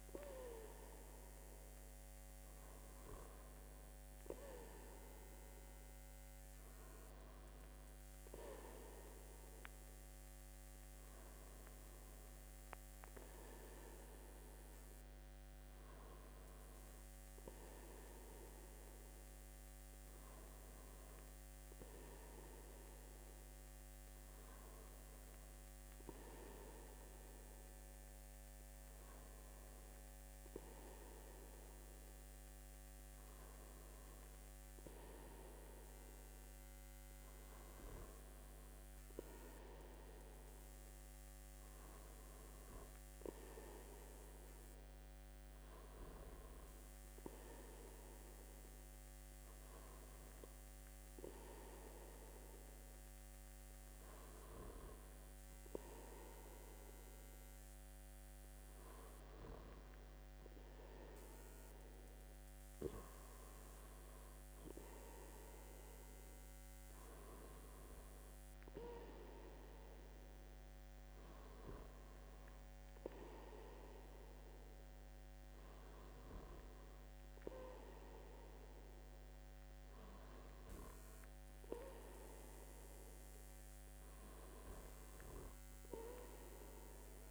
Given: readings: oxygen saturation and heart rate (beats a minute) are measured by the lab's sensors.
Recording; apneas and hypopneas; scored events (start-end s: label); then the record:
breathing in sleep by a microphone on the trachea; none
none scored
From the record:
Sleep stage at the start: N2 (light sleep); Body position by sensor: on the back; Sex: male